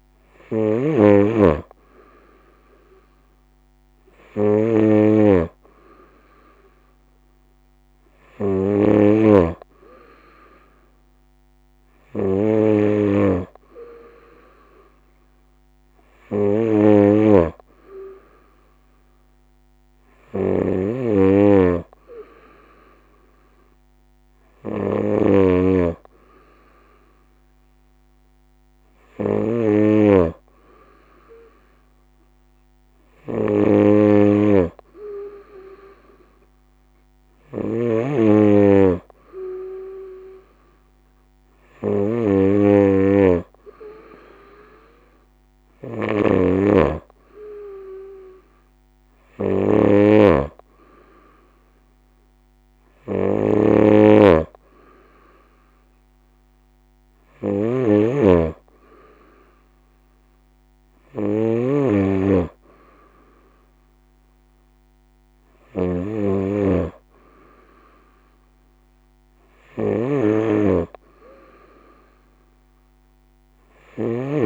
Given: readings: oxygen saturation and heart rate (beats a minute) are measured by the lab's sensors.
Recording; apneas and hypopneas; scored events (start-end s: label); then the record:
breathing in sleep by a microphone on the trachea; none
0.00-74.46 s: snoring (device-marked)
From the record:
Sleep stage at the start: N2 (light sleep); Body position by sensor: on the right side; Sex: female